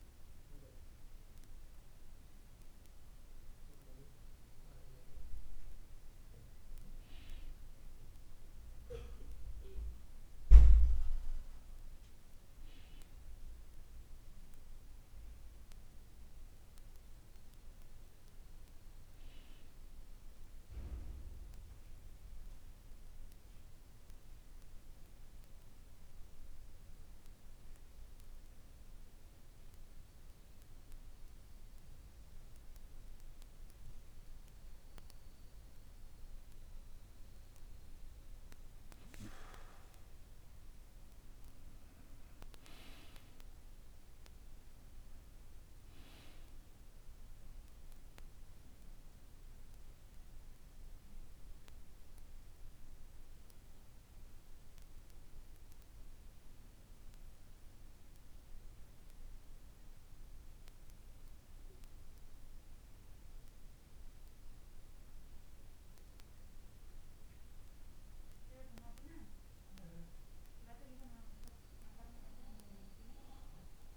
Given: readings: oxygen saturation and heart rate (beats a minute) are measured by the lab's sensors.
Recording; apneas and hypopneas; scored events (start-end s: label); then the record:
a person partly awake in a sleep study, by a room microphone; 2
22.00-36.50 s: central apnea (oxygen 98% before, 91% lowest, heart rate 43 before, 49 extreme, up 2 after)
30.00-73.97 s: new sleep stage, N2 (light sleep)
39.00-42.50 s: arousal
45.00-62.00 s: oxygen desaturation (device-marked, oxygen 97% before, 93% lowest, heart rate 50 before, 50 extreme)
53.50-69.00 s: mixed apnea (oxygen 98% before, 91% lowest, heart rate 51 before, 50 extreme, up 2 after)
71.00-73.97 s: arousal
From the record:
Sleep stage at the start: awake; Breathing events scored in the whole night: 163 in 6.0 hours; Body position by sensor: on the back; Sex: male